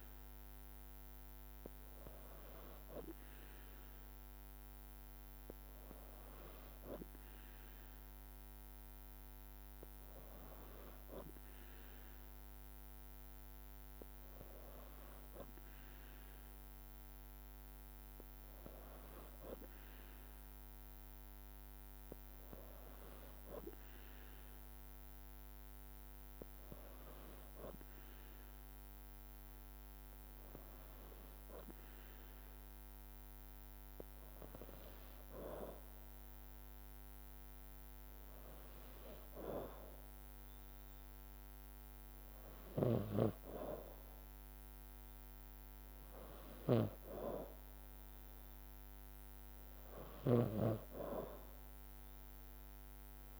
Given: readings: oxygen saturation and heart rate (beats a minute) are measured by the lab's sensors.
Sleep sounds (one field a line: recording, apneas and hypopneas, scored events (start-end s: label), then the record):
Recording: breathing in sleep by a microphone on the trachea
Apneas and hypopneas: none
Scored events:
50.00-53.40 s: snoring (device-marked)
From the record:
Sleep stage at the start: N2 (light sleep)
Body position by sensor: on the back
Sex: female